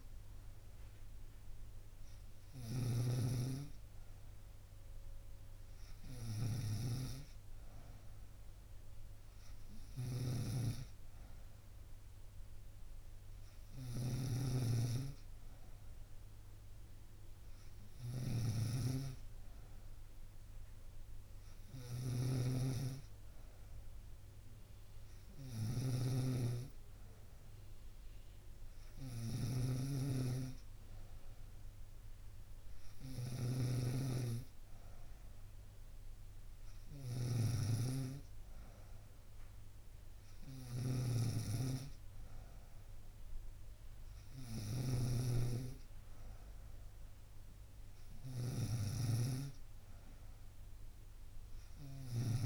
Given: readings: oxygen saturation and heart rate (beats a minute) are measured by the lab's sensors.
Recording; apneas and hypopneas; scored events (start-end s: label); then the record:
breathing in sleep by a room microphone; none
0.00-52.46 s: snoring (device-marked)
From the record:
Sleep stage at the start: N3 (deep sleep); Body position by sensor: on the right side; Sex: female